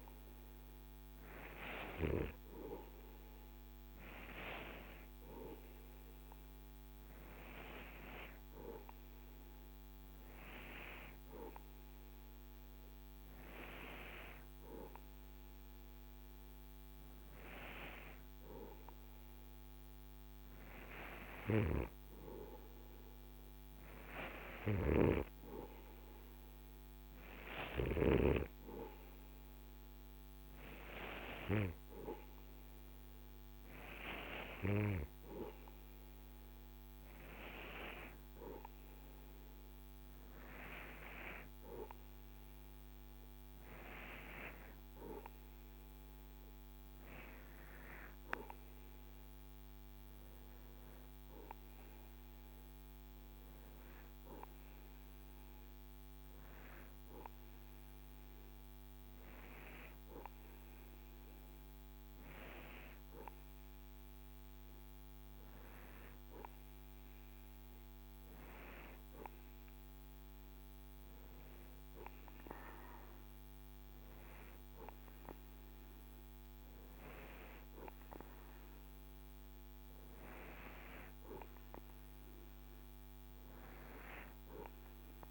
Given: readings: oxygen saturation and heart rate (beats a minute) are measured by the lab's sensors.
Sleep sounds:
breathing in sleep by a microphone on the trachea; none
24.00-27.50 s: snoring (device-marked)
From the record:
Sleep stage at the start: N2 (light sleep); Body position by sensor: on the right side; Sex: male

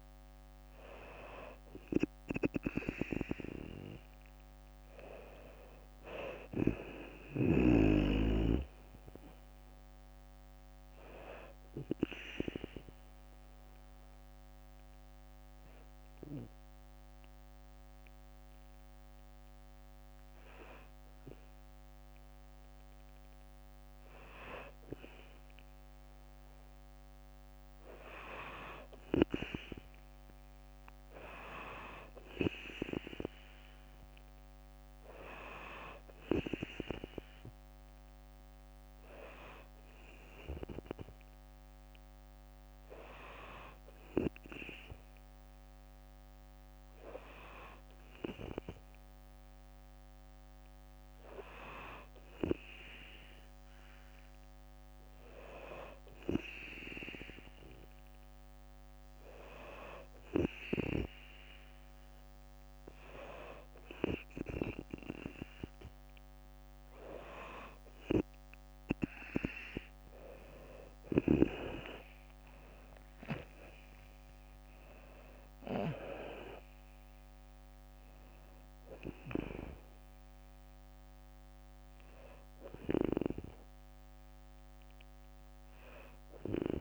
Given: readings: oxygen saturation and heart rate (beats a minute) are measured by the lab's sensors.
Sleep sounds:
breathing in sleep by a microphone on the trachea; 1
2.50-6.50 s: arousal
7.50-22.50 s: drop in pulse transit time (device-marked, heart rate 61 before, 61 extreme)
11.00-21.50 s: hypopnea (oxygen 97% before, 94% lowest, heart rate 62 before, 61 extreme, up 1 after)
24.50-28.00 s: arousal
34.50-44.50 s: oxygen desaturation (device-marked, oxygen 97% before, 94% lowest, heart rate 62 before, 62 extreme)
69.50-73.50 s: arousal
72.50-74.50 s: long interval between heartbeats (device-marked, heart rate 65 before, 87 extreme)
74.50-85.50 s: drop in pulse transit time (device-marked, heart rate 68 before, 62 extreme)
From the record:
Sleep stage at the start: N2 (light sleep); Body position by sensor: on the back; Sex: female

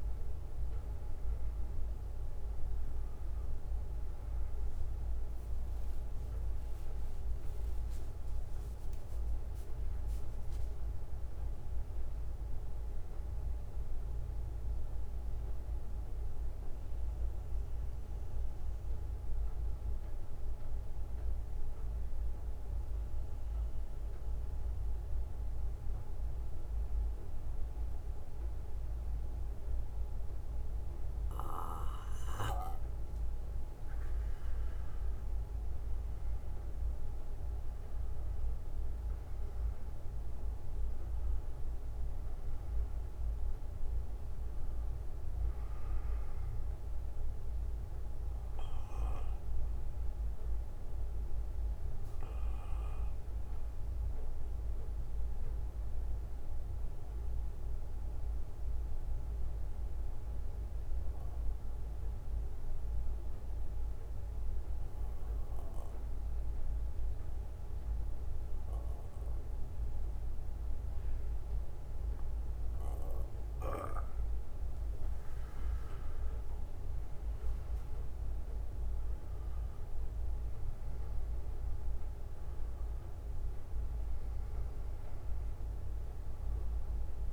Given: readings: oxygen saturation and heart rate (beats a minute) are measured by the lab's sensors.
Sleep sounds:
breathing in sleep, hard to hear, by a room microphone; 2
8.00-12.00 s: arousal
12.50-32.50 s: bradycardia (device-marked, heart rate 60 before, 45 extreme)
14.50-34.00 s: mixed apnea (oxygen 97% before, 90% lowest, heart rate 64 before, 49 extreme, up 14 after)
15.50-27.50 s: oxygen desaturation (device-marked, oxygen 95% before, 92% lowest, heart rate 64 before, 52 extreme)
35.00-39.00 s: arousal
41.50-69.50 s: oxygen desaturation (device-marked, oxygen 97% before, 90% lowest, heart rate 59 before, 49 extreme)
48.00-73.50 s: obstructive apnea (oxygen 97% before, 90% lowest, heart rate 62 before, 49 extreme, up 20 after)
48.50-51.50 s: bradycardia (device-marked, heart rate 60 before, 62 extreme)
53.50-75.50 s: bradycardia (device-marked, heart rate 60 before, 49 extreme)
76.00-80.00 s: arousal
83.50-87.33 s: oxygen desaturation (device-marked, oxygen 97% before, 90% lowest, heart rate 58 before, 48 extreme)
From the record:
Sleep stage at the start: N2 (light sleep); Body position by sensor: on the back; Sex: male

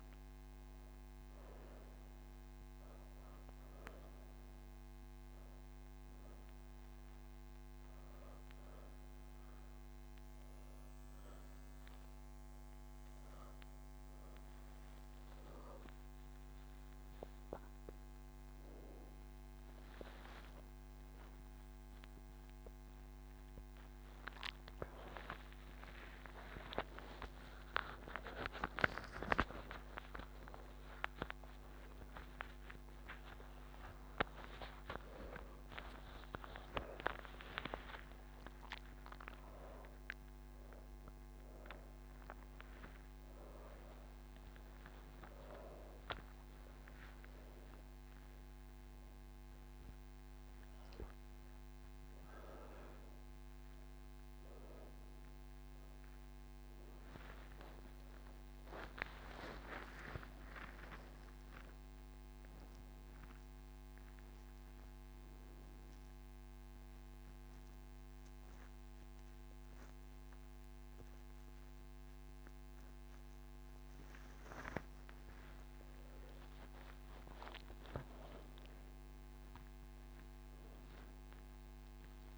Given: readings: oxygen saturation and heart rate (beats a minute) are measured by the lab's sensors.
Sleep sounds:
breathing in sleep by a microphone on the trachea; none
none scored
From the record:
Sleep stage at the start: N2 (light sleep); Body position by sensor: on the back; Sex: female

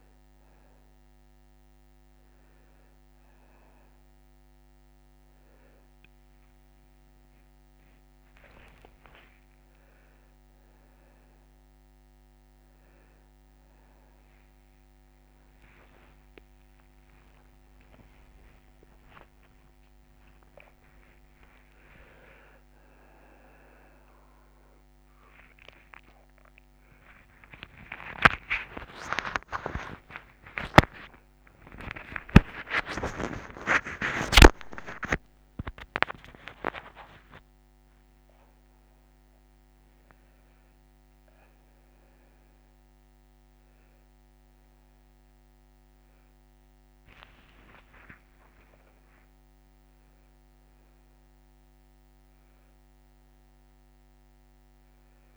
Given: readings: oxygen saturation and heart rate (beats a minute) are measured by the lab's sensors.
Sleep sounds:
a person awake in a sleep study, by a microphone on the trachea; none
none scored
From the record:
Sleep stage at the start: awake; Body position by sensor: on the back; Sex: male

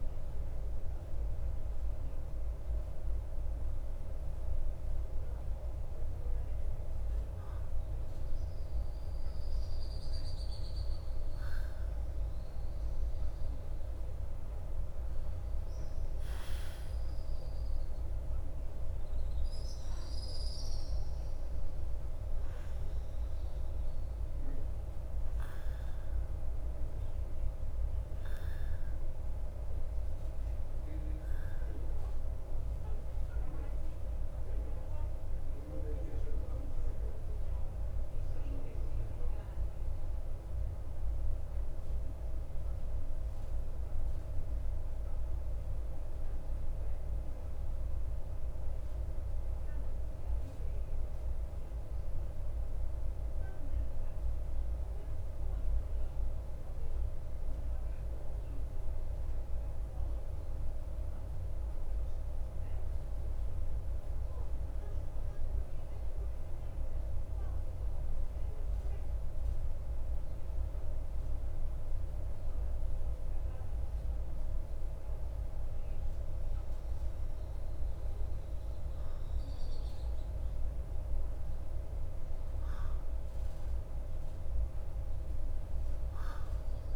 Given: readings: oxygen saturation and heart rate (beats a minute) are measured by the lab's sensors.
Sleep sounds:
breathing in sleep, hard to hear, by a room microphone; 1
0.00-1.00 s: arousal
8.00-23.00 s: oxygen desaturation (device-marked, oxygen 97% before, 93% lowest, heart rate 52 before, 51 extreme)
32.00-36.50 s: arousal
37.00-66.00 s: oxygen desaturation (device-marked, oxygen 94% before, 91% lowest, heart rate 54 before, 48 extreme)
43.00-70.00 s: central apnea (oxygen 94% before, 91% lowest, heart rate 55 before, 48 extreme, up 7 after)
73.00-78.00 s: arousal
From the record:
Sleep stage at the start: N2 (light sleep); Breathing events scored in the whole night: 161 in 3.5 hours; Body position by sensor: on the back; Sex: male

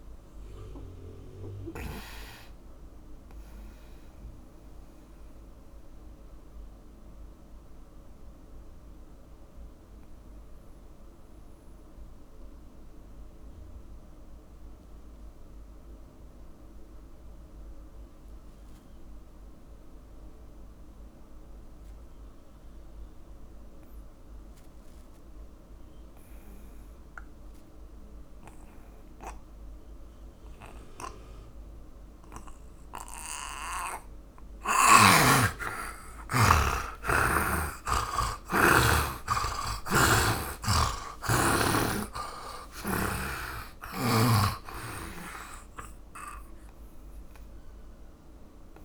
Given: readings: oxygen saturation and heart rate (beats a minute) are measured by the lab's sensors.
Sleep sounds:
breathing in sleep by a room microphone; 1
0.00-22.50 s: oxygen desaturation (device-marked, oxygen 79% lowest, heart rate 55 extreme)
2.00-34.50 s: mixed apnea (oxygen 100% before, 79% lowest, heart rate 67 before, 55 extreme, up 23 after)
28.50-48.84 s: oxygen desaturation (device-marked, oxygen 100% before, 81% lowest, heart rate 58 before, 48 extreme)
38.00-43.00 s: arousal
40.00-43.50 s: snoring (device-marked)
From the record:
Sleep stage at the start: N2 (light sleep); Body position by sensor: on the back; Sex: male

